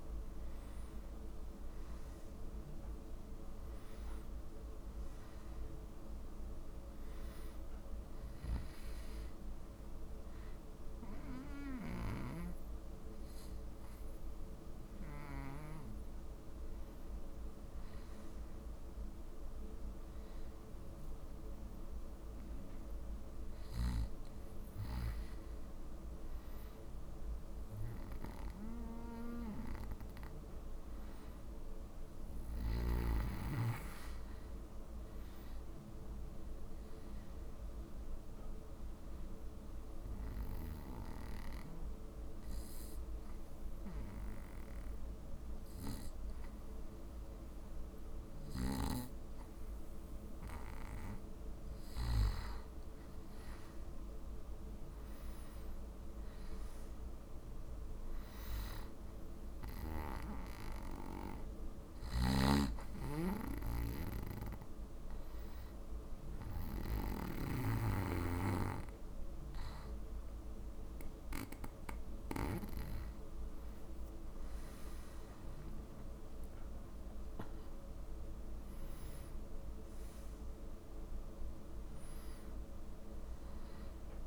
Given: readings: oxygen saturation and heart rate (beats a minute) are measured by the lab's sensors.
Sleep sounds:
breathing in sleep by a room microphone; 3
10.00-20.50 s: hypopnea (oxygen 99% before, 94% lowest)
25.00-29.50 s: arousal
40.50-51.50 s: obstructive apnea (oxygen 98% before, 94% lowest)
54.00-58.00 s: arousal
63.50-74.00 s: hypopnea (oxygen 97% before, 94% lowest)
75.50-79.00 s: arousal
From the record:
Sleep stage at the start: N2 (light sleep); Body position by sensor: on the back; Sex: male

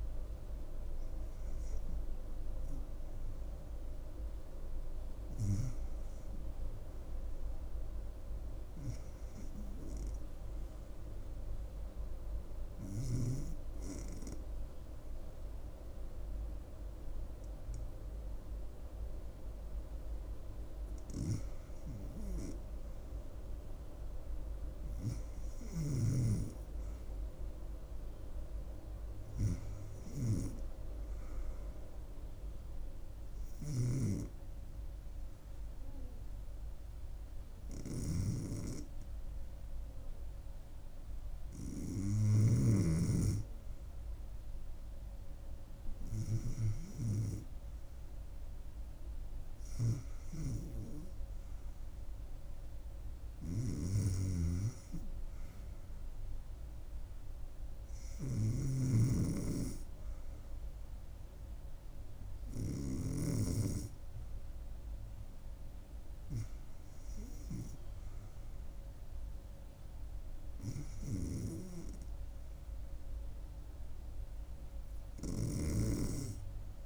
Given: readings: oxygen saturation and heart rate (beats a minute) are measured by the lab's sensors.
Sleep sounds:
breathing in sleep by a room microphone; none
none scored
From the record:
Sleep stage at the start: REM sleep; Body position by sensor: on the back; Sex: female

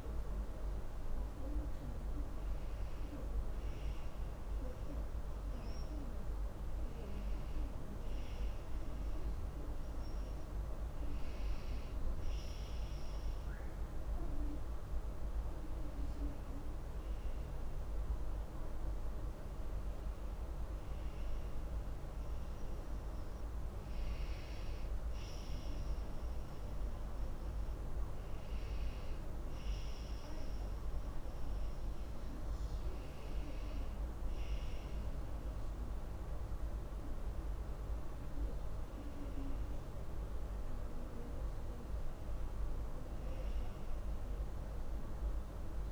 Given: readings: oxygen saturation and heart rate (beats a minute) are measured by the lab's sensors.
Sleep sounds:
breathing in sleep, hard to hear, by a room microphone; none
4.50-45.92 s: new sleep stage, N2 (light sleep)
From the record:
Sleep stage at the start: N1 (lightest sleep); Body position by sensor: on the back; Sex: female

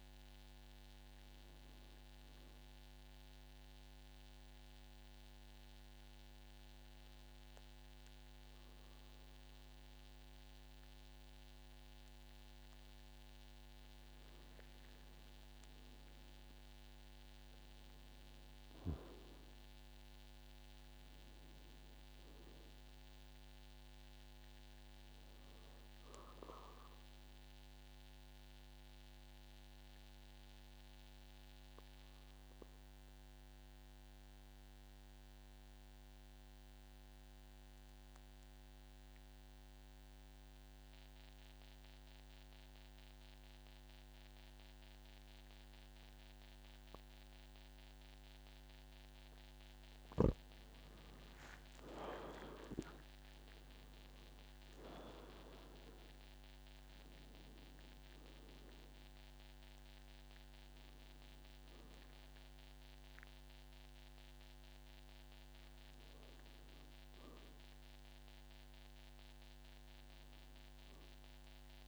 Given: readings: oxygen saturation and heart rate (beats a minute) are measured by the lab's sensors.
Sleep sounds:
breathing in sleep by a microphone on the trachea; 2
3.50-14.50 s: obstructive apnea (oxygen 99% before, 89% lowest, heart rate 60 before, 51 extreme, up 14 after)
15.00-39.00 s: oxygen desaturation (device-marked, oxygen 99% before, 94% lowest, heart rate 53 before, 52 extreme)
16.00-21.00 s: arousal
28.50-49.50 s: obstructive apnea (oxygen 99% before, 89% lowest, heart rate 58 before, 52 extreme, up 15 after)
50.00-71.88 s: oxygen desaturation (device-marked, oxygen 98% before, 89% lowest, heart rate 54 before, 50 extreme)
52.00-57.00 s: arousal
From the record:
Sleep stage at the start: N2 (light sleep); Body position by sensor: on the back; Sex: male

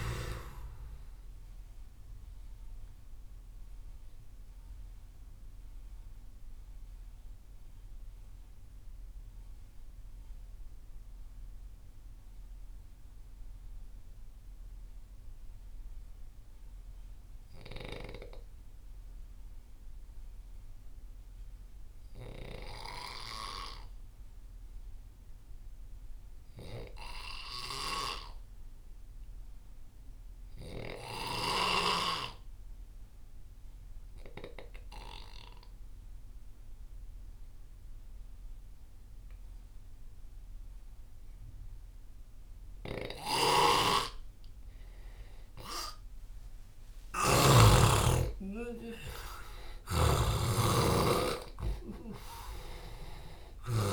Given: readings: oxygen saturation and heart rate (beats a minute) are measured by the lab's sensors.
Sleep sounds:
breathing in sleep by a room microphone; 1
0.00-15.50 s: oxygen desaturation (device-marked, oxygen 89% lowest)
1.00-44.00 s: mixed apnea (oxygen 98% before, 84% lowest)
30.50-53.93 s: oxygen desaturation (device-marked, oxygen 98% before, 84% lowest)
43.00-47.50 s: snoring (device-marked)
47.00-51.00 s: arousal
49.50-53.93 s: snoring (device-marked)
From the record:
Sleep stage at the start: N2 (light sleep); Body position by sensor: on the left side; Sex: male

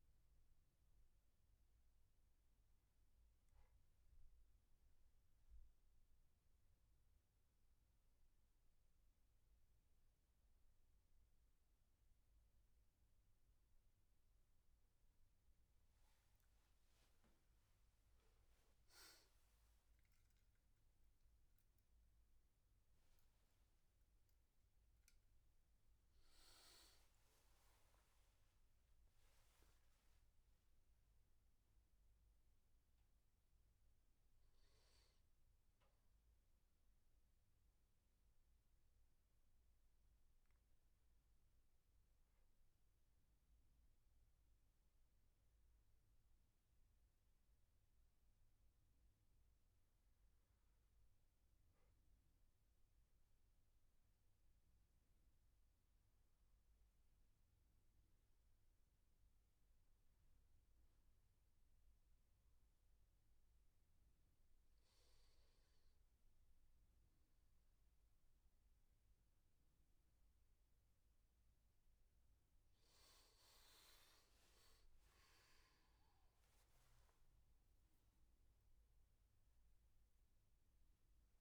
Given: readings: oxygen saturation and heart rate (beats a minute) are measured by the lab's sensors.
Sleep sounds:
breathing in sleep, hard to hear, by a room microphone; 1
20.50-26.00 s: arousal
39.00-59.50 s: obstructive apnea (oxygen 97% before, 96% lowest, heart rate 88 before, 77 extreme, up 6 after)
75.00-80.50 s: arousal
From the record:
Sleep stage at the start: N1 (lightest sleep); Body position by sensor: on the back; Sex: male

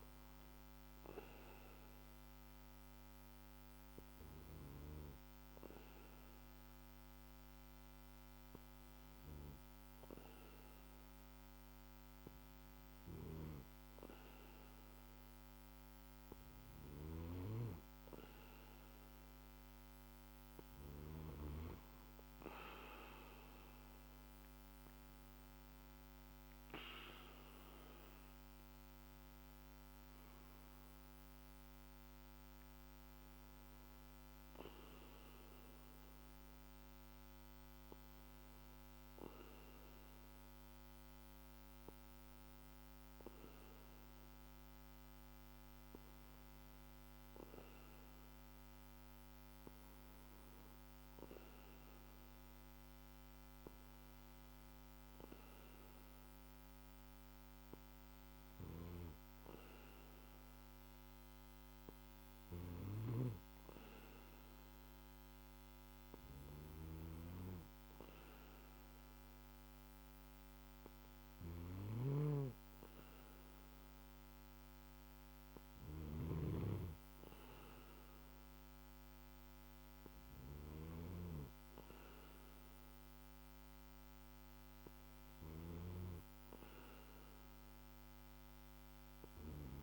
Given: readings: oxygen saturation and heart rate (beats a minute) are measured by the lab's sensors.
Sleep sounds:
breathing in sleep by a microphone on the trachea; none
none scored
From the record:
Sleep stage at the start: N2 (light sleep); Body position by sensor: on the back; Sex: male

